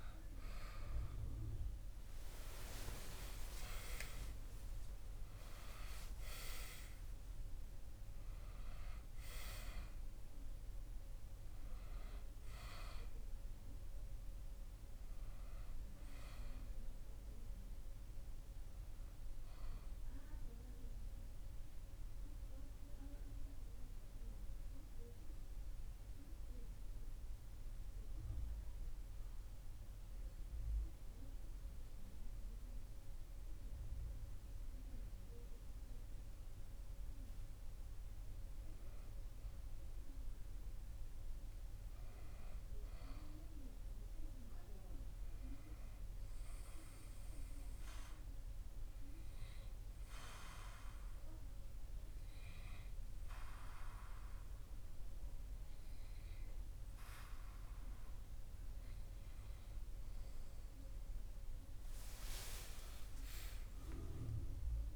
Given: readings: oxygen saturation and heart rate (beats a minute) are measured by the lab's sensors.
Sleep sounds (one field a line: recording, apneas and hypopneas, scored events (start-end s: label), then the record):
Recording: breathing in sleep by a room microphone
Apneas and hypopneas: 2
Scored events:
0.00-3.00 s: arousal
19.00-33.50 s: central apnea (oxygen 98% before, 95% lowest, heart rate 51 before, 39 extreme, up 17 after)
24.50-64.96 s: new sleep stage, N2 (light sleep)
36.50-40.00 s: arousal
47.00-58.50 s: hypopnea (oxygen 98% before, 94% lowest, heart rate 57 before, 25 extreme, up 1 after)
61.00-64.96 s: arousal
From the record:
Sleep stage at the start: N1 (lightest sleep)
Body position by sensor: on the back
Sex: male